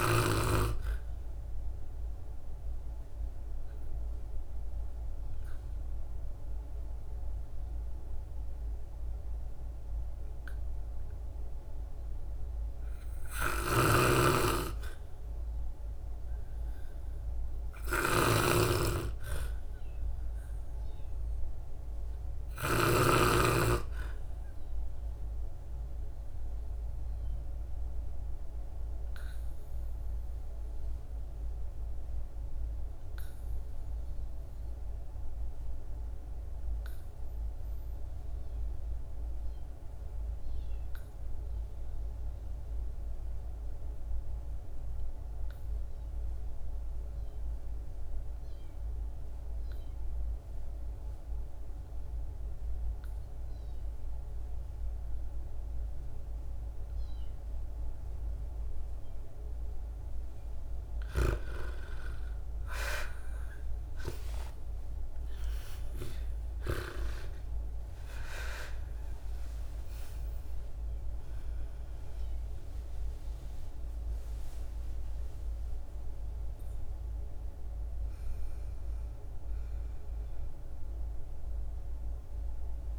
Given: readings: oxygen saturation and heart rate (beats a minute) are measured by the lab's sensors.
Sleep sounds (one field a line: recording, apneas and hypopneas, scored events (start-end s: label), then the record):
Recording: breathing in sleep by a room microphone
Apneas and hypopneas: 2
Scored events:
0.00-7.00 s: oxygen desaturation (device-marked, oxygen 87% lowest, heart rate 59 extreme)
2.50-14.50 s: obstructive apnea (oxygen 98% before, 79% lowest, heart rate 61 before, 56 extreme, up 4 after)
13.00-22.50 s: snoring (device-marked)
16.50-20.50 s: arousal
22.00-37.00 s: oxygen desaturation (device-marked, oxygen 97% before, 93% lowest, heart rate 62 before, 49 extreme)
26.00-60.00 s: obstructive apnea (oxygen 97% before, 77% lowest, heart rate 63 before, 49 extreme, up 25 after)
45.00-82.98 s: oxygen desaturation (device-marked, oxygen 97% before, 77% lowest, heart rate 58 before, 49 extreme)
65.50-70.00 s: arousal
From the record:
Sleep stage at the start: REM sleep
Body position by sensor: on the back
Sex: female